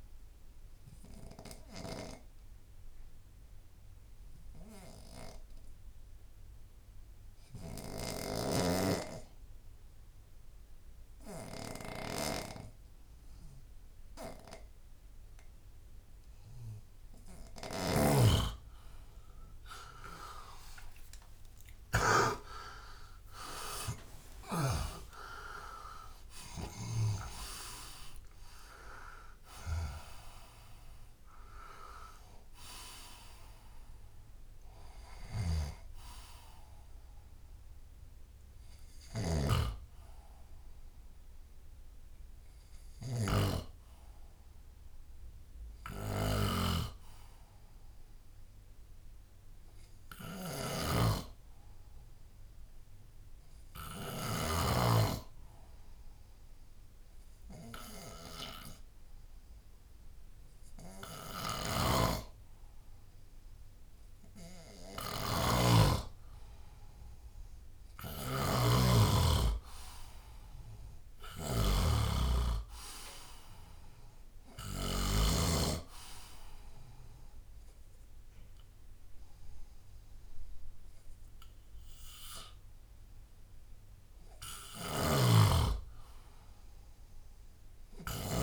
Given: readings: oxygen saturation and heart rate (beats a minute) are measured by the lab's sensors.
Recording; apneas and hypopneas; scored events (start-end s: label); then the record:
breathing in sleep by a room microphone; 2
0.00-3.50 s: oxygen desaturation (device-marked, oxygen 89% lowest, heart rate 75 extreme)
1.00-16.00 s: obstructive apnea (oxygen 93% before, 90% lowest, heart rate 86 before, 75 extreme, up 5 after)
19.00-23.50 s: arousal
21.50-47.50 s: oxygen desaturation (device-marked, oxygen 98% before, 90% lowest, heart rate 80 before, 58 extreme)
35.00-54.50 s: snoring (device-marked)
50.50-63.50 s: hypopnea (oxygen 99% before, 94% lowest, heart rate 83 before, 58 extreme, up 15 after)
61.50-75.00 s: snoring (device-marked)
66.50-69.00 s: arousal
66.50-88.43 s: oxygen desaturation (device-marked, oxygen 99% before, 94% lowest, heart rate 74 before, 70 extreme)
84.50-88.43 s: snoring (device-marked)
From the record:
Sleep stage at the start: N2 (light sleep); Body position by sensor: on the left side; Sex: male